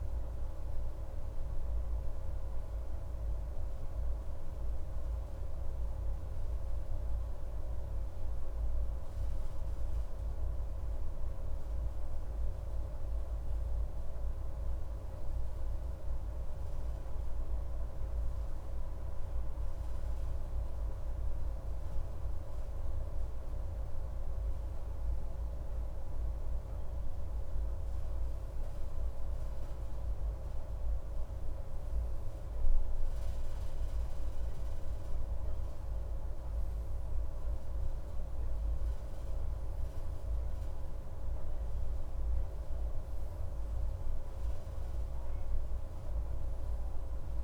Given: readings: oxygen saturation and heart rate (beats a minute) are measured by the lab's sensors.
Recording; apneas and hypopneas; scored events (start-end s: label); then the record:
a person awake in a sleep study, hard to hear, by a room microphone; none
none scored
From the record:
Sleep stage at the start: awake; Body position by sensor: on the left side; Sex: male